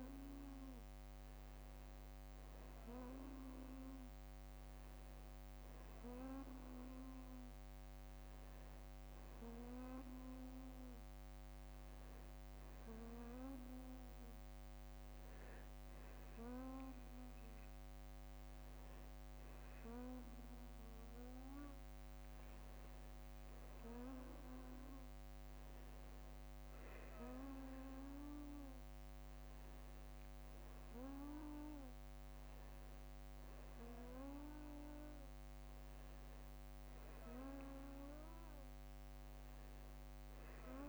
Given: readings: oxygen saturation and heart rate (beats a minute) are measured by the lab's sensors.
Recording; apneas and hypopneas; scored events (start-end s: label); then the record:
breathing in sleep by a microphone on the trachea; none
22.00-24.00 s: long interval between heartbeats (device-marked, heart rate 54 before, 54 extreme)
38.00-40.00 s: long interval between heartbeats (device-marked, heart rate 56 before, 59 extreme)
From the record:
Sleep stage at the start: N1 (lightest sleep); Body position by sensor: on the back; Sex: male